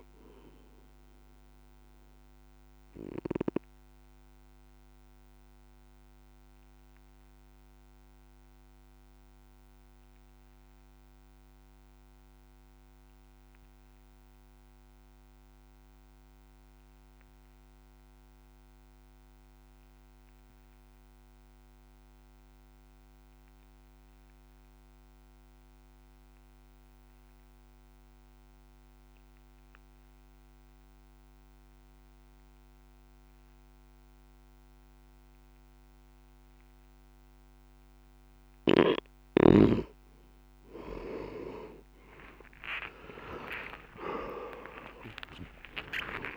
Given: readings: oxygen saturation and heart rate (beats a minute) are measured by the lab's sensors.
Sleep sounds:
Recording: a person partly awake in a sleep study, by a microphone on the trachea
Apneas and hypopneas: 1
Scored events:
2.50-38.50 s: obstructive apnea (oxygen 97% before, 90% lowest, heart rate 51 before, 48 extreme, up 51 after)
7.50-16.50 s: oxygen desaturation (device-marked, oxygen 96% before, 91% lowest, heart rate 49 before, 48 extreme)
30.50-46.37 s: new sleep stage, awake
34.50-46.37 s: oxygen desaturation (device-marked, oxygen 96% before, 93% lowest, heart rate 49 before, 50 extreme)
From the record:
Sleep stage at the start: N2 (light sleep)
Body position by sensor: on the back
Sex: male

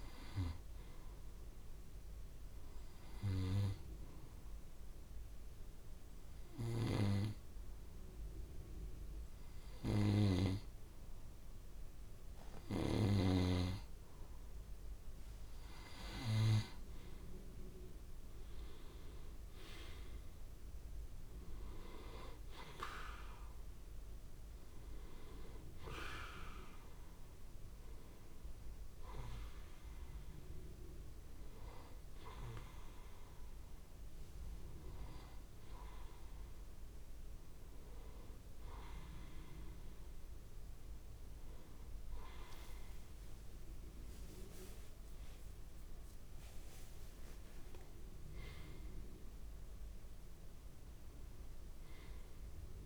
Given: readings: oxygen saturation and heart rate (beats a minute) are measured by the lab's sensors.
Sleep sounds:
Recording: breathing in sleep by a room microphone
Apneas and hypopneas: 1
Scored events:
1.00-41.00 s: oxygen desaturation (device-marked, oxygen 97% before, 90% lowest, heart rate 56 before, 65 extreme)
4.50-14.50 s: obstructive apnea (oxygen 99% before, 90% lowest, heart rate 58 before, 65 extreme, up 2 after)
17.50-21.00 s: arousal
45.50-50.00 s: arousal
From the record:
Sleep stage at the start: N2 (light sleep)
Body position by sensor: on the back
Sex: male

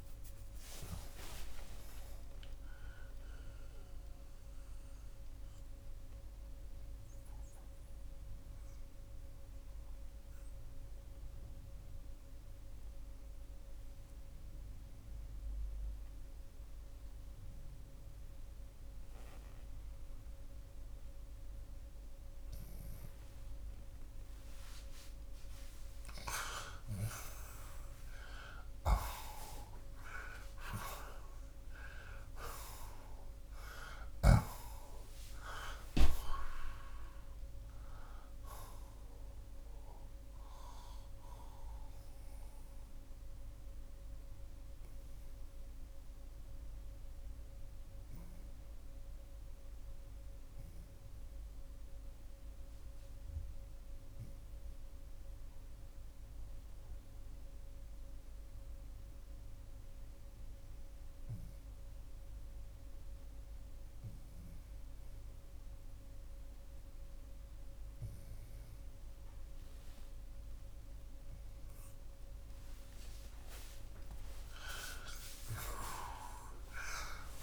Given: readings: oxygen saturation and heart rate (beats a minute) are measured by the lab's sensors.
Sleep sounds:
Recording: breathing in sleep by a room microphone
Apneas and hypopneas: 2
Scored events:
6.00-25.00 s: obstructive apnea (oxygen 91% before, 78% lowest, heart rate 120 before, 65 extreme, up 32 after)
12.00-37.00 s: oxygen desaturation (device-marked, oxygen 89% before, 78% lowest, heart rate 113 before, 55 extreme)
29.50-34.50 s: arousal
41.00-72.50 s: obstructive apnea (oxygen 92% before, 80% lowest, heart rate 82 before, 55 extreme, up 48 after)
50.00-71.00 s: oxygen desaturation (device-marked, oxygen 92% before, 81% lowest, heart rate 80 before, 66 extreme)
75.00-77.43 s: arousal
From the record:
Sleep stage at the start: N2 (light sleep)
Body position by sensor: on the left side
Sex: male

